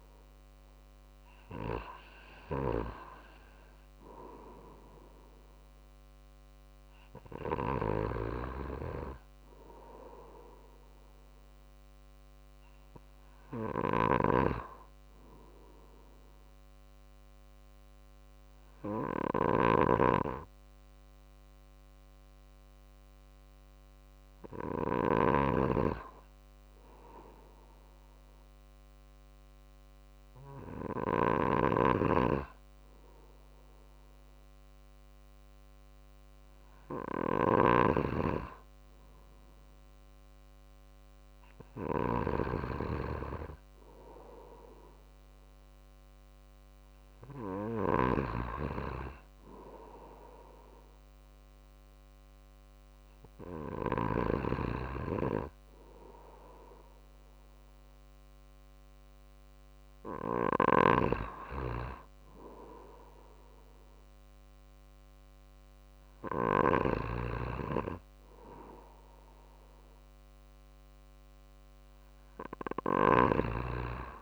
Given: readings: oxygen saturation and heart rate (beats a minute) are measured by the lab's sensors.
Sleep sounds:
breathing in sleep by a microphone on the trachea; none
5.50-18.50 s: drop in pulse transit time (device-marked, heart rate 51 before, 50 extreme)
7.00-41.50 s: snoring (device-marked)
42.50-56.50 s: drop in pulse transit time (device-marked, heart rate 50 before, 50 extreme)
47.50-54.00 s: snoring (device-marked)
60.00-66.00 s: snoring (device-marked)
From the record:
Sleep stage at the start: N2 (light sleep); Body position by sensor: on the right side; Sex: male

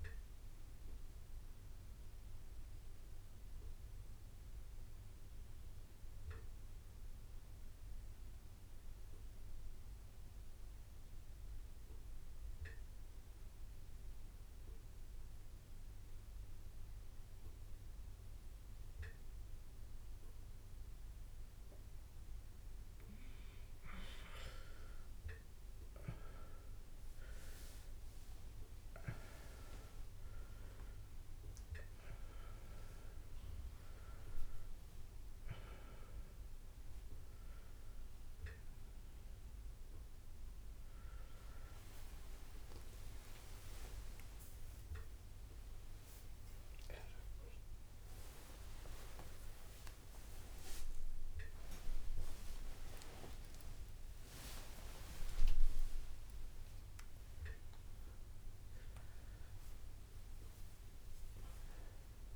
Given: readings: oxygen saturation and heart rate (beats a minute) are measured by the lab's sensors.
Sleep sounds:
a person partly awake in a sleep study, by a room microphone; 1
0.00-6.50 s: oxygen desaturation (device-marked, oxygen 91% lowest, heart rate 46 extreme)
0.00-7.50 s: bradycardia (device-marked, heart rate 46 extreme)
2.50-22.00 s: obstructive apnea (oxygen 98% before, 91% lowest, heart rate 54 before, 51 extreme, up 6 after)
11.50-28.50 s: bradycardia (device-marked, heart rate 55 before, 51 extreme)
16.50-25.50 s: drop in pulse transit time (device-marked, heart rate 52 before, 51 extreme)
24.00-28.00 s: arousal
25.50-55.50 s: oxygen desaturation (device-marked, oxygen 98% before, 91% lowest)
29.50-39.50 s: bradycardia (device-marked, heart rate 55 before, 56 extreme)
43.00-45.00 s: long interval between heartbeats (device-marked, heart rate 56 before, 88 extreme)
45.50-62.35 s: new sleep stage, awake
46.50-62.35 s: bradycardia (device-marked, heart rate 56 before, 39 extreme)
50.50-52.50 s: long interval between heartbeats (device-marked, heart rate 68 before, 39 extreme)
52.50-54.50 s: long interval between heartbeats (device-marked, heart rate 66 before, 51 extreme)
From the record:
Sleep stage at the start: N2 (light sleep); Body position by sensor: on the left side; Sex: male

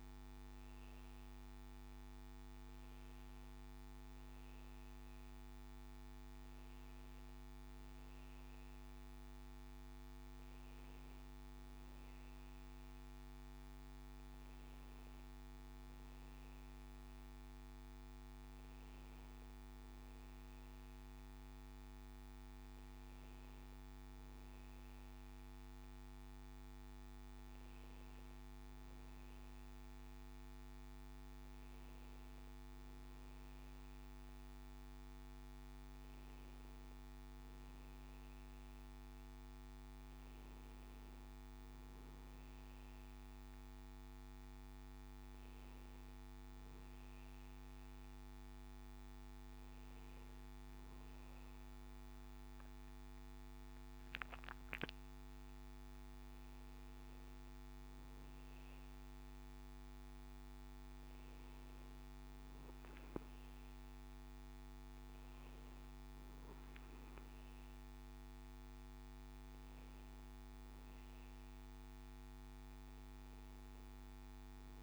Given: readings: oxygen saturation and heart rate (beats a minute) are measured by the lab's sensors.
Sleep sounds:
breathing in sleep, hard to hear, by a microphone on the trachea; none
none scored
From the record:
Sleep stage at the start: N1 (lightest sleep); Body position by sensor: on the back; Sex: male

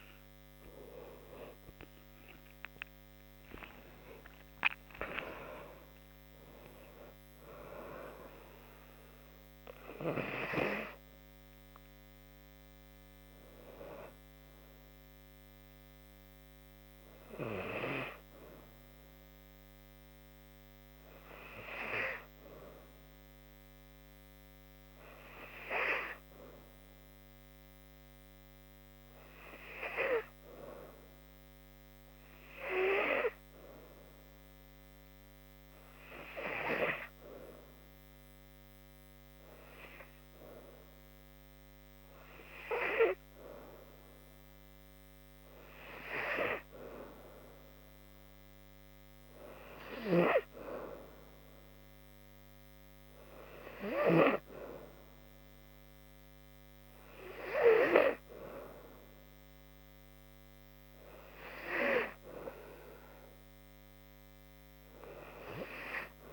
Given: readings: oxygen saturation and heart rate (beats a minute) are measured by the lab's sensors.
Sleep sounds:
breathing in sleep by a microphone on the trachea; 1
0.00-15.50 s: oxygen desaturation (device-marked, oxygen 92% lowest, heart rate 67 extreme)
0.50-4.50 s: arousal
18.00-44.00 s: hypopnea (oxygen 96% before, 91% lowest, heart rate 77 before, 67 extreme, up 3 after)
43.50-66.33 s: oxygen desaturation (device-marked, oxygen 98% before, 91% lowest, heart rate 70 before, 72 extreme)
46.00-49.50 s: arousal
From the record:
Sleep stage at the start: N2 (light sleep); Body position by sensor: on the back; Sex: female

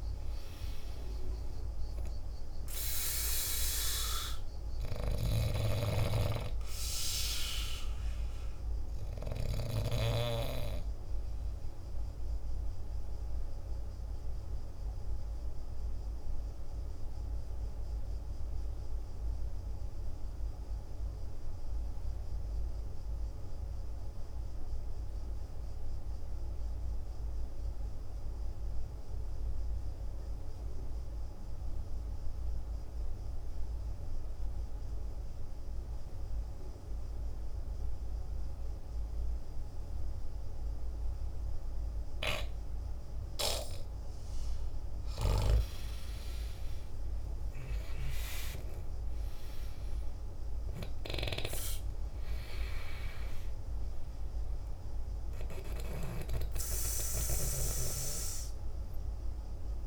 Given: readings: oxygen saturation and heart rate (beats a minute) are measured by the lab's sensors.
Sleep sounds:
breathing in sleep by a room microphone; 1
0.00-1.00 s: arousal
0.00-23.50 s: oxygen desaturation (device-marked, oxygen 85% lowest, heart rate 50 extreme)
5.50-10.00 s: snoring (device-marked)
12.50-42.50 s: mixed apnea (oxygen 99% before, 82% lowest, heart rate 56 before, 49 extreme, up 10 after)
36.50-59.87 s: oxygen desaturation (device-marked, oxygen 99% before, 82% lowest, heart rate 50 before, 49 extreme)
44.50-49.00 s: arousal
From the record:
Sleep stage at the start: N2 (light sleep); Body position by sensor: on the back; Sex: male

